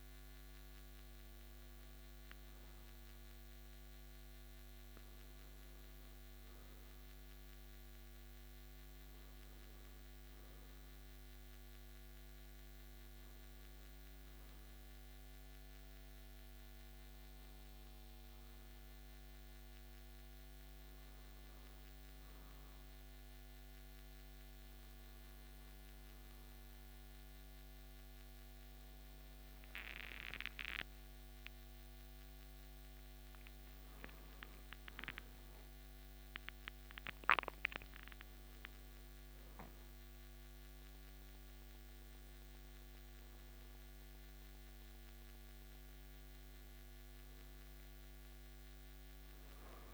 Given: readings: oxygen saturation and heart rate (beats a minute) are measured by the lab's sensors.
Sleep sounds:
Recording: breathing in sleep by a microphone on the trachea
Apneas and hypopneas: none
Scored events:
35.50-49.94 s: new sleep stage, N1 (lightest sleep)
From the record:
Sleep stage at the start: N2 (light sleep)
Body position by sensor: on the back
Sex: male

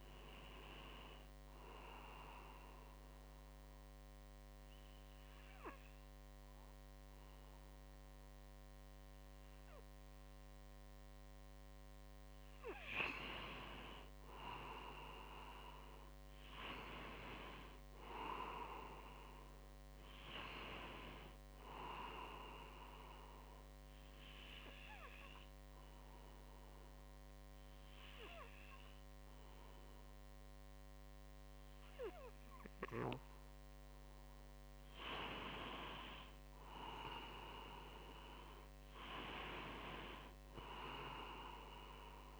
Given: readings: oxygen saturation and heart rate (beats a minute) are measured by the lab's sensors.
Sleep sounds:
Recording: breathing in sleep by a microphone on the trachea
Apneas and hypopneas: 2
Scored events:
1.00-13.00 s: obstructive apnea (oxygen 96% before, 93% lowest, heart rate 65 before, 62 extreme, up 3 after)
15.00-18.00 s: arousal
17.00-30.00 s: oxygen desaturation (device-marked, oxygen 96% before, 93% lowest, heart rate 64 before, 63 extreme)
22.50-33.50 s: obstructive apnea (oxygen 96% before, 93% lowest, heart rate 64 before, 63 extreme, up 0 after)
39.00-42.40 s: arousal
From the record:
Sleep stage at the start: N2 (light sleep)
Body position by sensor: on the front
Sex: male

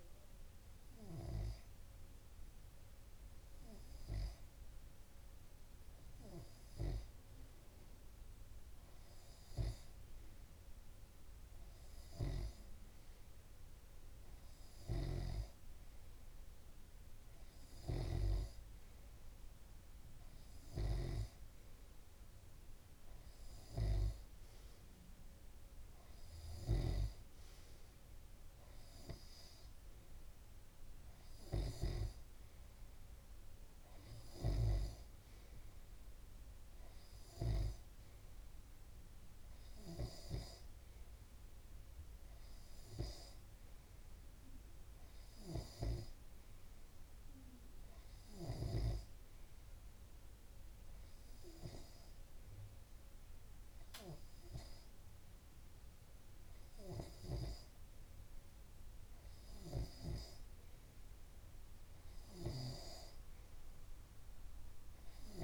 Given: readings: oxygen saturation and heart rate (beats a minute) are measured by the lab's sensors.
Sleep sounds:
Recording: breathing in sleep by a room microphone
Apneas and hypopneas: none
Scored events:
0.00-1.50 s: arousal
0.00-65.44 s: tachycardia (device-marked)
7.50-9.50 s: long interval between heartbeats (device-marked, heart rate 165 before, 176 extreme)
9.50-11.50 s: long interval between heartbeats (device-marked, heart rate 167 before, 186 extreme)
13.00-15.00 s: long interval between heartbeats (device-marked, heart rate 173 before, 166 extreme)
16.00-18.00 s: long interval between heartbeats (device-marked, heart rate 176 before, 192 extreme)
19.00-21.00 s: long interval between heartbeats (device-marked, heart rate 181 before, 186 extreme)
22.00-24.00 s: long interval between heartbeats (device-marked, heart rate 183 before, 161 extreme)
24.50-26.50 s: long interval between heartbeats (device-marked, heart rate 182 before, 143 extreme)
28.00-30.00 s: long interval between heartbeats (device-marked, heart rate 176 before, 136 extreme)
30.50-32.50 s: long interval between heartbeats (device-marked, heart rate 171 before, 137 extreme)
33.50-35.50 s: long interval between heartbeats (device-marked, heart rate 165 before, 142 extreme)
36.00-38.00 s: long interval between heartbeats (device-marked, heart rate 160 before, 118 extreme)
38.50-40.50 s: long interval between heartbeats (device-marked, heart rate 153 before, 126 extreme)
43.50-45.50 s: long interval between heartbeats (device-marked, heart rate 138 before, 135 extreme)
45.50-47.50 s: long interval between heartbeats (device-marked, heart rate 136 before, 125 extreme)
47.50-49.50 s: long interval between heartbeats (device-marked, heart rate 134 before, 152 extreme)
50.50-52.50 s: long interval between heartbeats (device-marked, heart rate 136 before, 137 extreme)
54.00-56.00 s: long interval between heartbeats (device-marked, heart rate 135 before, 116 extreme)
56.50-58.50 s: long interval between heartbeats (device-marked, heart rate 132 before, 125 extreme)
62.50-64.50 s: long interval between heartbeats (device-marked, heart rate 139 before, 156 extreme)
From the record:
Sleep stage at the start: N2 (light sleep)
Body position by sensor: on the left side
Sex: male

